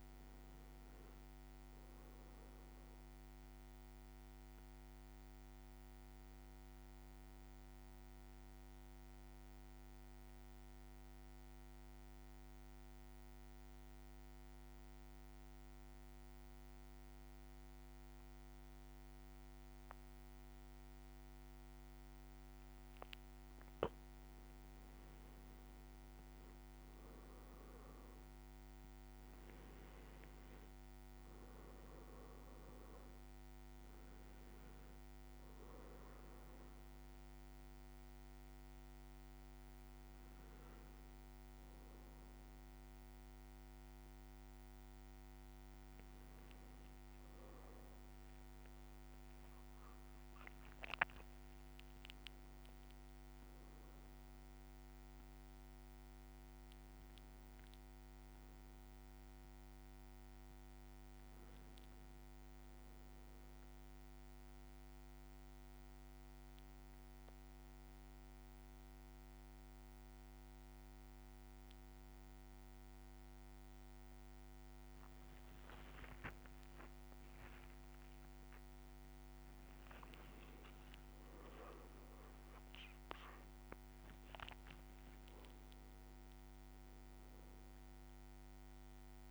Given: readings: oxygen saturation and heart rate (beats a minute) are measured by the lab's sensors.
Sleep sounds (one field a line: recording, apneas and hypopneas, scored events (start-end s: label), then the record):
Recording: breathing in sleep, hard to hear, by a microphone on the trachea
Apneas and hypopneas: 2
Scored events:
6.50-24.00 s: mixed apnea (oxygen 97% before, 94% lowest, heart rate 57 before, 52 extreme, up 7 after)
26.00-30.50 s: arousal
35.50-51.50 s: oxygen desaturation (device-marked, oxygen 98% before, 94% lowest, heart rate 56 before, 53 extreme)
57.00-60.50 s: arousal
64.00-76.50 s: hypopnea (oxygen 99% before, 97% lowest, heart rate 58 before, 56 extreme, up 5 after)
74.50-77.00 s: leg movement (device-marked)
77.50-83.00 s: arousal
79.50-82.00 s: leg movement (device-marked)
From the record:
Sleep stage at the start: N2 (light sleep)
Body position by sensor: on the back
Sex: male